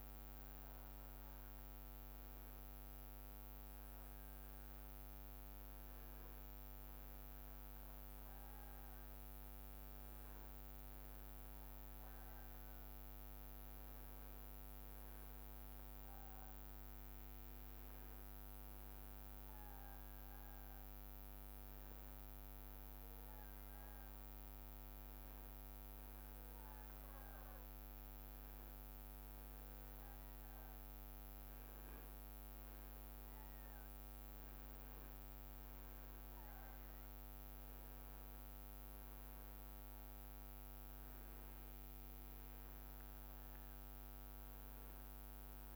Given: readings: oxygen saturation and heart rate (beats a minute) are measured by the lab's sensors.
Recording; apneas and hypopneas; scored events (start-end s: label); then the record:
breathing in sleep, hard to hear, by a microphone on the trachea; none
none scored
From the record:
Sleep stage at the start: N1 (lightest sleep); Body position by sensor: on the back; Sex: male